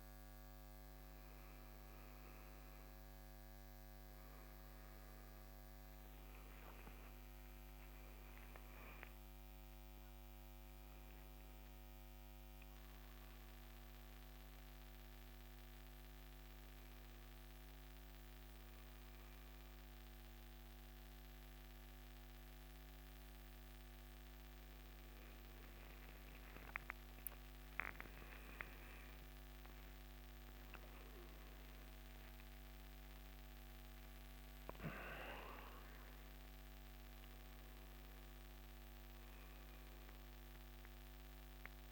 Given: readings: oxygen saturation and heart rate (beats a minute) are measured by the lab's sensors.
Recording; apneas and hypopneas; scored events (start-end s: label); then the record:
breathing in sleep, hard to hear, by a microphone on the trachea; none
0.00-10.50 s: oxygen desaturation (device-marked, oxygen 92% lowest, heart rate 68 extreme)
29.50-33.00 s: arousal
From the record:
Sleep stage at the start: N2 (light sleep); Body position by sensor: on the right side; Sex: male